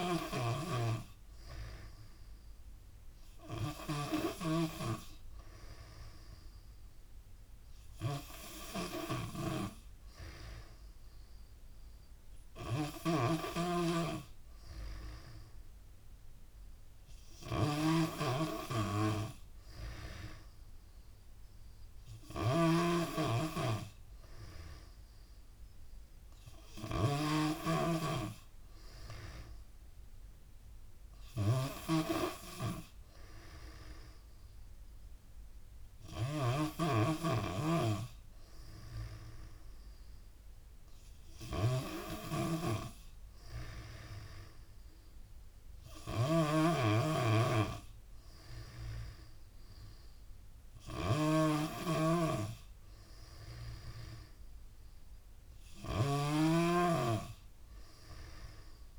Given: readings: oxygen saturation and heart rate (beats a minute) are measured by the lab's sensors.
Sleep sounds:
breathing in sleep by a room microphone; none
0.00-58.98 s: snoring (device-marked)
1.50-3.50 s: long interval between heartbeats (device-marked, heart rate 84 before, 94 extreme)
37.50-39.50 s: long interval between heartbeats (device-marked, heart rate 88 before, 96 extreme)
43.50-45.50 s: long interval between heartbeats (device-marked, heart rate 91 before, 95 extreme)
From the record:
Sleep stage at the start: N3 (deep sleep); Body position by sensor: on the back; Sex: female

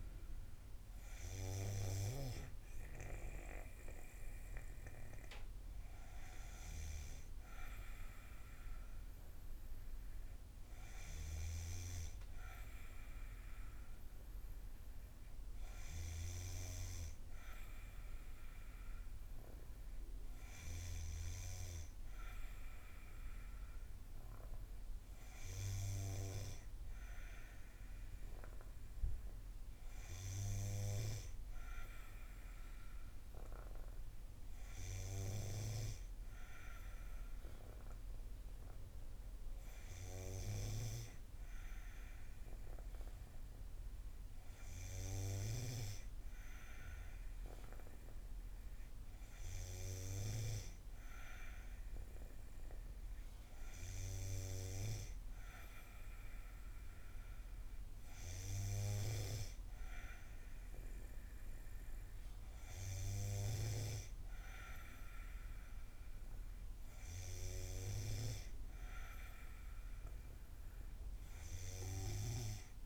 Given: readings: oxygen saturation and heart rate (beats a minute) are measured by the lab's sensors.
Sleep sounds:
breathing in sleep by a room microphone; none
none scored
From the record:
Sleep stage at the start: N2 (light sleep); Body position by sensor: on the back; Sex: female

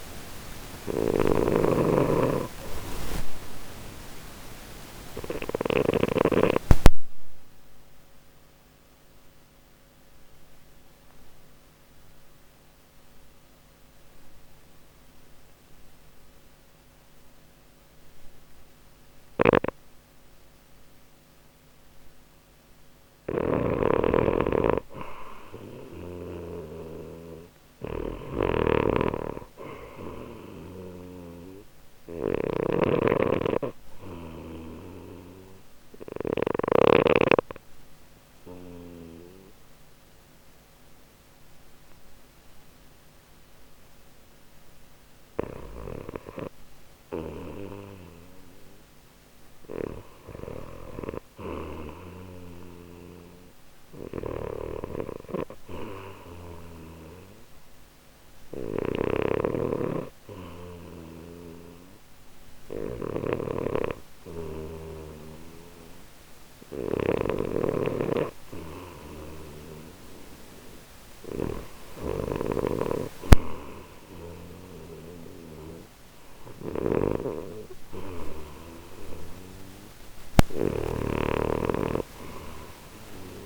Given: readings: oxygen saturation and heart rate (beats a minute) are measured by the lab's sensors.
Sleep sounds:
breathing in sleep by a microphone on the trachea; 2
0.00-2.00 s: arousal
0.00-5.50 s: snoring (device-marked)
5.00-23.00 s: obstructive apnea (oxygen 95% before, 89% lowest, heart rate 60 before, 59 extreme, up 3 after)
18.50-36.00 s: snoring (device-marked)
26.00-30.00 s: arousal
29.00-83.46 s: new sleep stage, REM sleep
33.50-45.00 s: obstructive apnea (oxygen 94% before, 89% lowest, heart rate 61 before, 59 extreme, up 0 after)
47.00-50.50 s: arousal
48.00-67.00 s: oxygen desaturation (device-marked, oxygen 94% before, 89% lowest, heart rate 61 before, 60 extreme)
58.00-83.46 s: snoring (device-marked)
From the record:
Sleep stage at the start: N2 (light sleep); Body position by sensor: on the left side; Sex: male

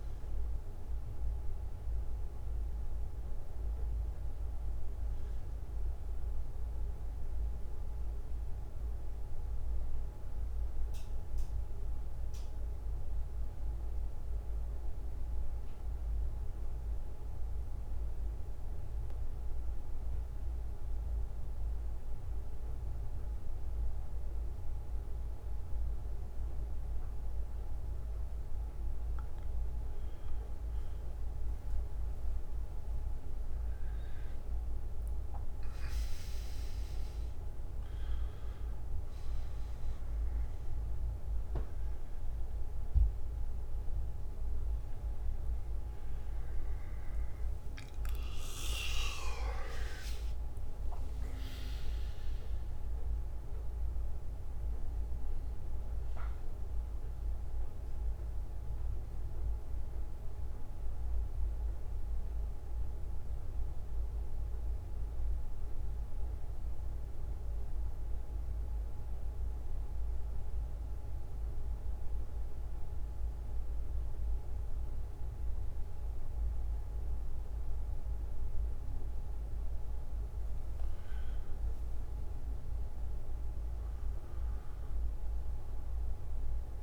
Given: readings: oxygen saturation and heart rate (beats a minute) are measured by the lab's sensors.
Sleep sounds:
breathing in sleep, hard to hear, by a room microphone; 2
0.00-17.00 s: bradycardia (device-marked, heart rate 50 extreme)
11.50-30.00 s: central apnea (oxygen 98% before, 92% lowest, heart rate 58 before, 51 extreme, up 21 after)
18.00-29.00 s: bradycardia (device-marked, heart rate 64 before, 51 extreme)
32.00-68.00 s: oxygen desaturation (device-marked, oxygen 99% before, 92% lowest, heart rate 56 before, 48 extreme)
33.50-37.50 s: arousal
55.00-80.00 s: bradycardia (device-marked, heart rate 64 before, 48 extreme)
64.50-80.00 s: central apnea (oxygen 97% before, 94% lowest, heart rate 62 before, 52 extreme, up 15 after)
83.00-86.00 s: arousal
From the record:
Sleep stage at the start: N1 (lightest sleep); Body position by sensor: on the back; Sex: male

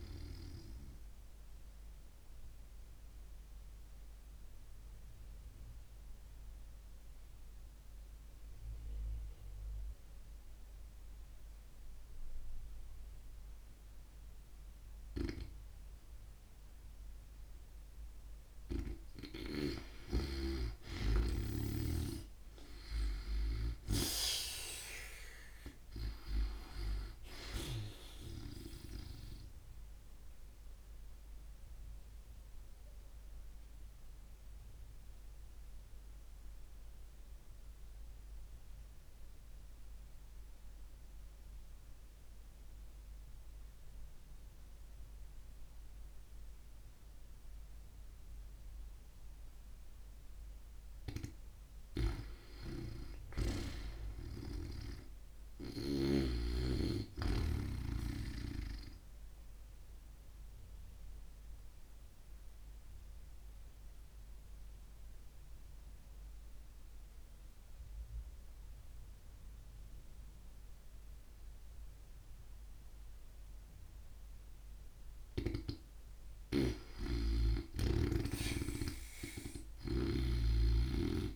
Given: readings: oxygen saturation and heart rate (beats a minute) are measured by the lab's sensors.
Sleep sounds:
breathing in sleep by a room microphone; 3
1.50-18.00 s: obstructive apnea (oxygen 94% before, 87% lowest)
4.00-20.00 s: oxygen desaturation (device-marked, oxygen 94% before, 89% lowest)
14.50-20.00 s: snoring (device-marked)
20.50-24.50 s: arousal
27.00-50.00 s: oxygen desaturation (device-marked, oxygen 94% before, 89% lowest)
29.50-50.00 s: obstructive apnea (oxygen 94% before, 87% lowest)
50.50-54.00 s: arousal
58.50-73.00 s: obstructive apnea (oxygen 92% before, 87% lowest)
61.00-77.00 s: oxygen desaturation (device-marked, oxygen 92% before, 87% lowest)
79.50-81.36 s: snoring (device-marked)
From the record:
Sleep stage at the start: N2 (light sleep); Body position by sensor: on the back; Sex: female

